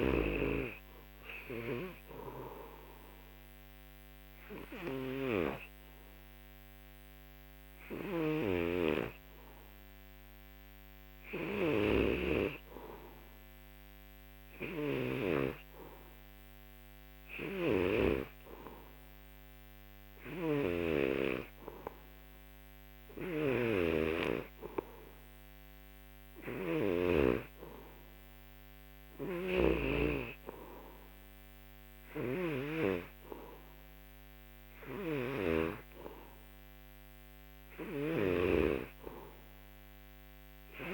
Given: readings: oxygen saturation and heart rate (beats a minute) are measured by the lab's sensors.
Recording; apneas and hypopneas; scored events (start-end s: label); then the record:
breathing in sleep by a microphone on the trachea; none
8.00-18.00 s: snoring (device-marked)
20.00-27.00 s: snoring (device-marked)
29.00-35.50 s: snoring (device-marked)
37.50-40.93 s: snoring (device-marked)
From the record:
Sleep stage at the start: N3 (deep sleep); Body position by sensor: on the back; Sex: male